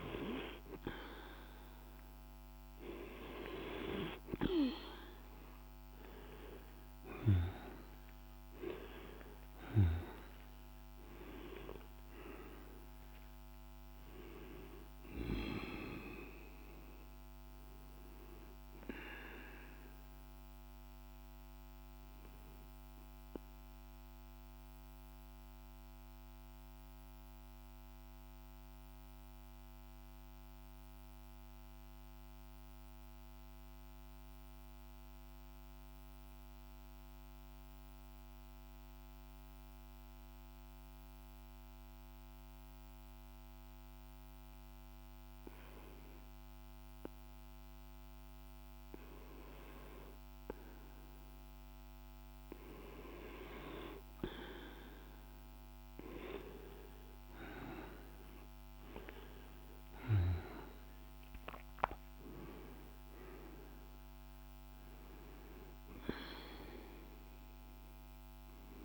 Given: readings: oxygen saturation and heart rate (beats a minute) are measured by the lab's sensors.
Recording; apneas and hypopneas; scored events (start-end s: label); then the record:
breathing in sleep by a microphone on the trachea; 1
0.00-0.50 s: arousal
0.00-33.00 s: oxygen desaturation (device-marked, oxygen 99% before, 90% lowest, heart rate 47 before, 45 extreme)
22.50-50.00 s: mixed apnea (oxygen 97% before, 91% lowest, heart rate 51 before, 45 extreme, up 6 after)
48.00-68.85 s: oxygen desaturation (device-marked, oxygen 99% before, 91% lowest, heart rate 47 before, 46 extreme)
54.50-57.50 s: arousal
From the record:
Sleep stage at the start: N2 (light sleep); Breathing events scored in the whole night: 321 in 7.1 hours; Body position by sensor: on the back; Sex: male